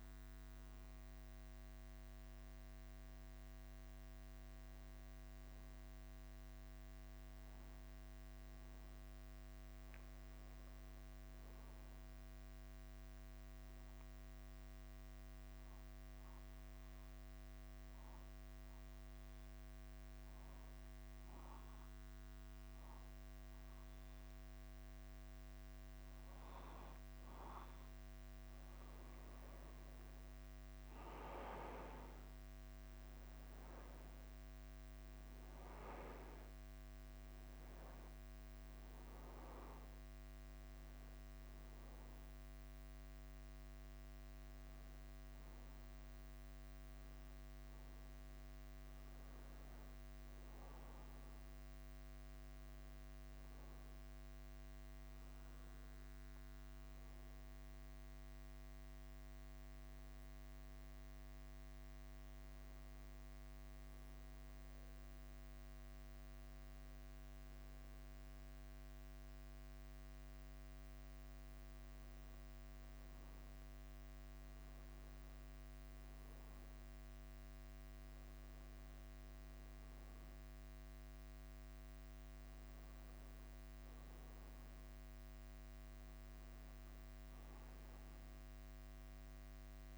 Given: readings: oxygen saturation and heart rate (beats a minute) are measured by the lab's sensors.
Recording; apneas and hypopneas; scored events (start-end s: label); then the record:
breathing in sleep, hard to hear, by a microphone on the trachea; 1
0.00-89.98 s: bradycardia (device-marked, heart rate 45 extreme)
5.00-8.50 s: arousal
14.00-26.50 s: hypopnea (oxygen 98% before, 93% lowest, heart rate 51 before, 50 extreme, up 1 after)
29.00-33.50 s: arousal
80.00-82.00 s: long interval between heartbeats (device-marked, heart rate 52 before, 55 extreme)
From the record:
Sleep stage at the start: N2 (light sleep); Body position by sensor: on the back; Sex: male